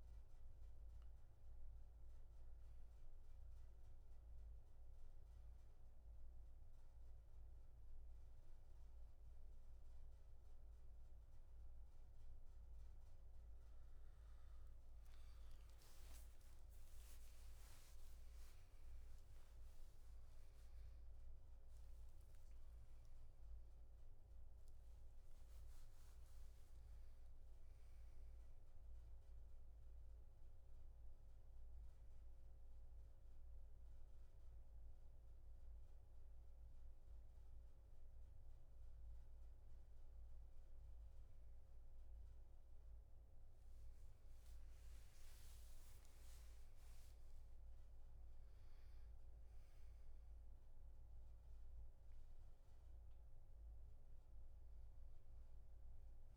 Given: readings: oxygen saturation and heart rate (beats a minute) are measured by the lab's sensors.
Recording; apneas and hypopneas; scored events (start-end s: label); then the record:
breathing in sleep, hard to hear, by a room microphone; none
0.00-6.50 s: oxygen desaturation (device-marked, oxygen 93% lowest, heart rate 75 extreme)
19.00-24.00 s: arousal
From the record:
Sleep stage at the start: N1 (lightest sleep); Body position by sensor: on the back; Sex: male